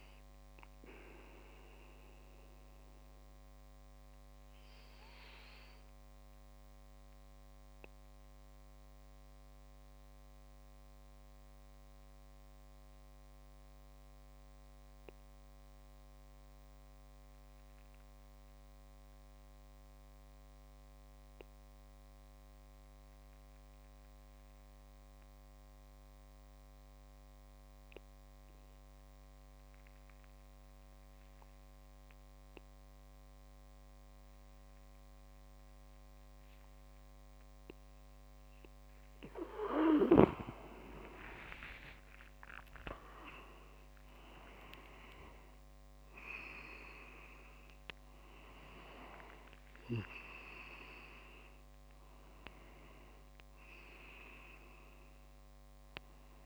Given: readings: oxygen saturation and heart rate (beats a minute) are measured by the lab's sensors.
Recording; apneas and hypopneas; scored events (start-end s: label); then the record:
breathing in sleep by a microphone on the trachea; 1
2.00-39.50 s: mixed apnea (oxygen 98% before, 94% lowest, heart rate 53 before, 52 extreme, up 31 after)
32.50-52.50 s: oxygen desaturation (device-marked, oxygen 99% before, 94% lowest, heart rate 64 before, 52 extreme)
40.00-44.50 s: leg movement (device-marked)
41.00-44.00 s: arousal
47.50-50.00 s: leg movement (device-marked)
From the record:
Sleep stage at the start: N2 (light sleep); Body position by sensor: on the back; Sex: male